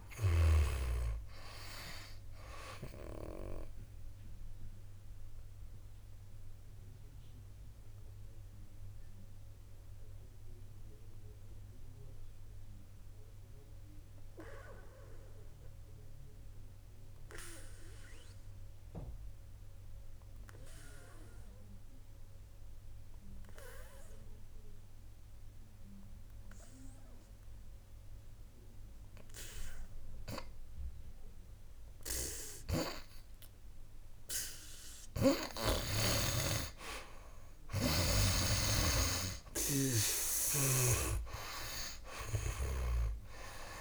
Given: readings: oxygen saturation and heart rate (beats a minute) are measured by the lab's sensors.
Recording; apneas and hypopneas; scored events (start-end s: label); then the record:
breathing in sleep by a room microphone; 1
0.00-23.50 s: oxygen desaturation (device-marked, oxygen 76% lowest, heart rate 61 extreme)
5.00-34.50 s: obstructive apnea (oxygen 97% before, 76% lowest, heart rate 73 before, 61 extreme, up 11 after)
39.00-43.50 s: arousal
39.50-43.81 s: oxygen desaturation (device-marked, oxygen 97% before, 79% lowest, heart rate 62 before, 61 extreme)
40.50-43.81 s: snoring (device-marked)
From the record:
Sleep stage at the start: N2 (light sleep); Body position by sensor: on the back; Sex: male